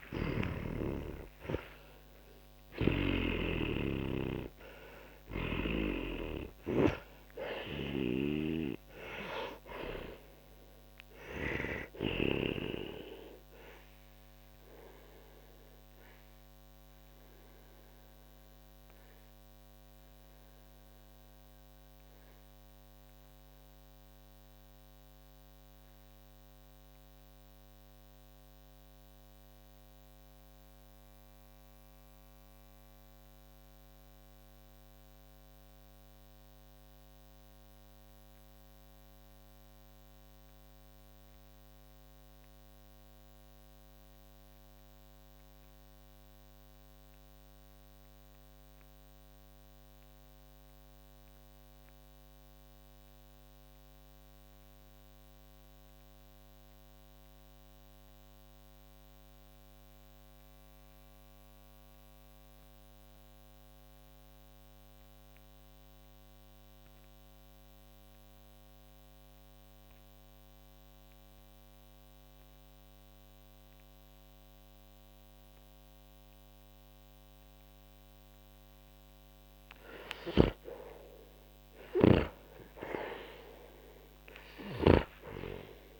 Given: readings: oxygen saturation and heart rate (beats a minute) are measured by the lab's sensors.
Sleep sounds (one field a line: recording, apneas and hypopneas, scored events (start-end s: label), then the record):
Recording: breathing in sleep by a microphone on the trachea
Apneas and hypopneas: 1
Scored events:
0.00-2.50 s: arousal
0.00-3.50 s: snoring (device-marked)
0.00-49.50 s: oxygen desaturation (device-marked, oxygen 84% lowest, heart rate 34 extreme)
8.00-12.50 s: snoring (device-marked)
15.00-79.00 s: mixed apnea (oxygen 96% before, 80% lowest, heart rate 65 before, 34 extreme, up 32 after)
68.50-86.00 s: oxygen desaturation (device-marked, oxygen 99% before, 80% lowest, heart rate 46 before, 40 extreme)
80.00-85.00 s: snoring (device-marked)
81.00-86.00 s: arousal
From the record:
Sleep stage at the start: N2 (light sleep)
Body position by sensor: on the back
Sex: male